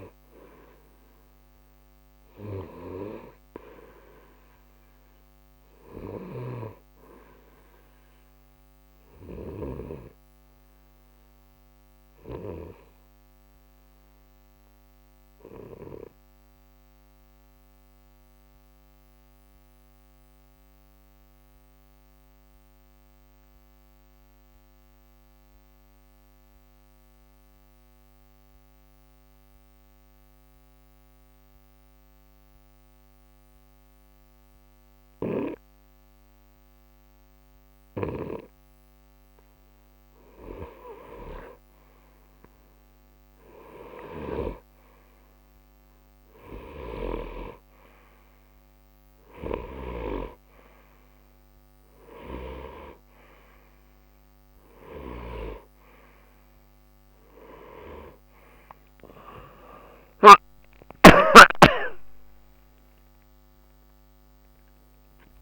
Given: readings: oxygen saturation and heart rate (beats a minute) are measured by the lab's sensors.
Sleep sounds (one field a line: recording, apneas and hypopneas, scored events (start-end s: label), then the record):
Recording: breathing in sleep by a microphone on the trachea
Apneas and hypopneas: 1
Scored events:
0.00-16.00 s: oxygen desaturation (device-marked, oxygen 88% lowest, heart rate 60 extreme)
9.00-39.50 s: obstructive apnea (oxygen 92% before, 88% lowest, heart rate 60 before, 59 extreme, up 0 after)
41.50-45.50 s: arousal
55.00-65.42 s: oxygen desaturation (device-marked, oxygen 93% before, 89% lowest, heart rate 60 before, 60 extreme)
From the record:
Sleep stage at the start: N2 (light sleep)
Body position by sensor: on the right side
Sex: male